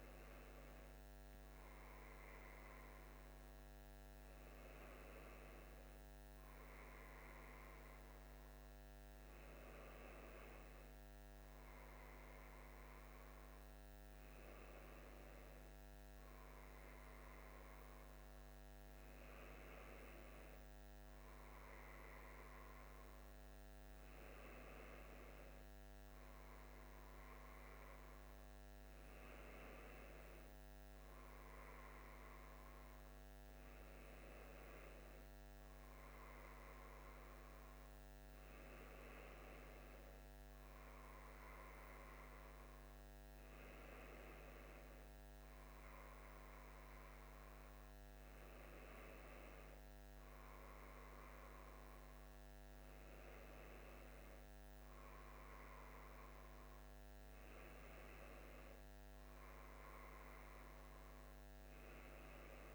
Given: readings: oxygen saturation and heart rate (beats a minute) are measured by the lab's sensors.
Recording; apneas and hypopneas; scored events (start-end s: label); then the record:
breathing in sleep, hard to hear, by a microphone on the trachea; none
none scored
From the record:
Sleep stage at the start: N1 (lightest sleep); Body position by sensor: on the left side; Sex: male